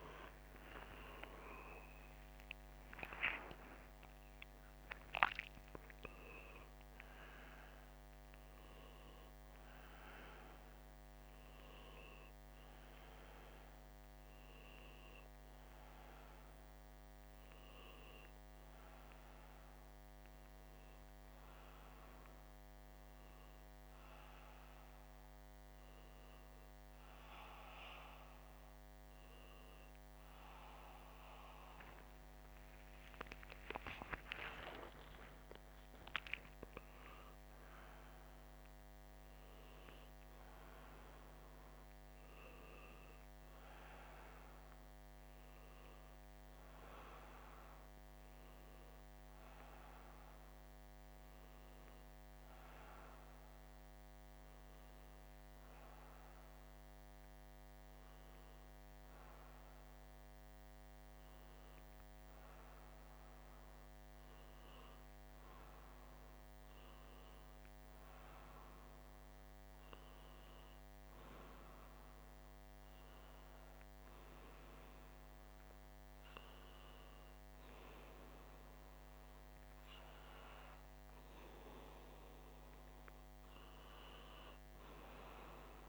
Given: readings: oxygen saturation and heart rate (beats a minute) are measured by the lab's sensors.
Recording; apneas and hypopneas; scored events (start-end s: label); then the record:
a person partly awake in a sleep study, by a microphone on the trachea; none
36.50-85.89 s: new sleep stage, N1 (lightest sleep)
48.50-63.50 s: oxygen desaturation (device-marked, oxygen 97% before, 93% lowest, heart rate 168 before, 132 extreme)
From the record:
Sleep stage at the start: awake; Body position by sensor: upright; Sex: male